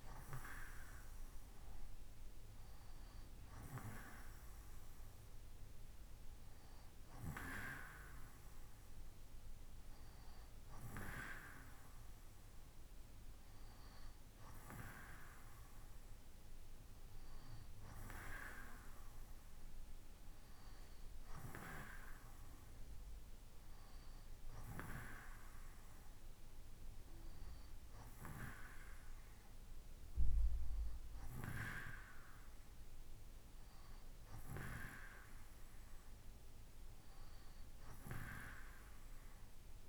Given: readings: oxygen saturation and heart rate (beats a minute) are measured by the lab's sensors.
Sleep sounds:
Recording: breathing in sleep by a room microphone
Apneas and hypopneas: none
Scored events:
none scored
From the record:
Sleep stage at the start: N2 (light sleep)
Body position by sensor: on the right side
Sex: male

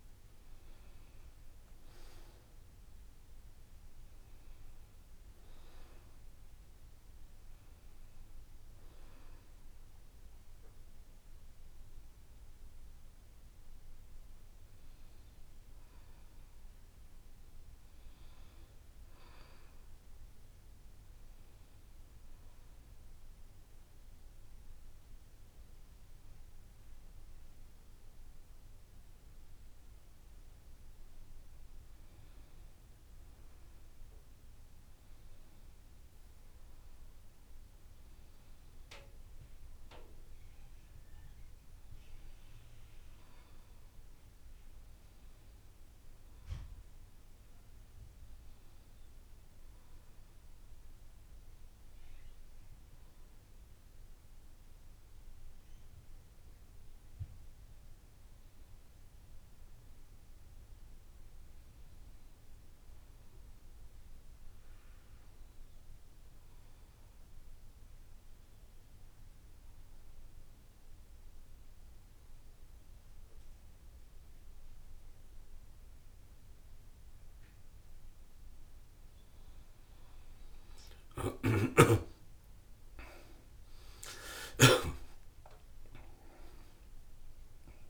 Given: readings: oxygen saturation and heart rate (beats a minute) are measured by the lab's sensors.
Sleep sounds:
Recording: breathing in sleep by a room microphone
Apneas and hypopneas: 2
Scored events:
18.00-21.00 s: arousal
23.00-33.00 s: central apnea (oxygen 94% before, 89% lowest, heart rate 74 before, 72 extreme, up 1 after)
35.00-39.00 s: arousal
37.00-54.00 s: oxygen desaturation (device-marked, oxygen 93% before, 90% lowest, heart rate 73 before, 73 extreme)
61.50-64.50 s: arousal
67.00-80.00 s: obstructive apnea (oxygen 92% before, 89% lowest, heart rate 74 before, 73 extreme, up 7 after)
81.50-85.00 s: snoring (device-marked)
82.00-86.00 s: arousal
84.00-87.90 s: new sleep stage, N1 (lightest sleep)
From the record:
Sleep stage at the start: N2 (light sleep)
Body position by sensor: on the back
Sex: male

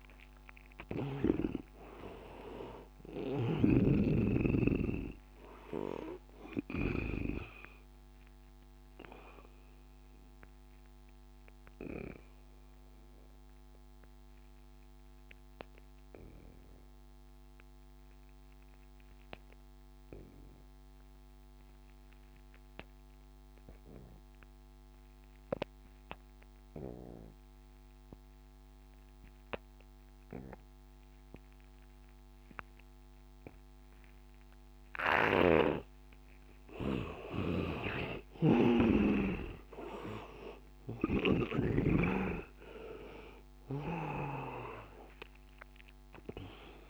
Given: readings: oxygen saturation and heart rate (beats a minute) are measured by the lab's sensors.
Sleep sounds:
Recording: breathing in sleep by a microphone on the trachea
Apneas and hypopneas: 1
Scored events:
0.00-1.50 s: arousal
0.00-19.50 s: oxygen desaturation (device-marked, oxygen 83% lowest, heart rate 81 extreme)
3.50-7.00 s: snoring (device-marked)
8.00-35.00 s: obstructive apnea (oxygen 99% before, 79% lowest, heart rate 91 before, 81 extreme, up 9 after)
28.50-46.90 s: oxygen desaturation (device-marked, oxygen 99% before, 80% lowest, heart rate 87 before, 82 extreme)
37.50-44.50 s: snoring (device-marked)
38.50-42.50 s: arousal
From the record:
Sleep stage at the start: N2 (light sleep)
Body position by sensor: on the back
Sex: male

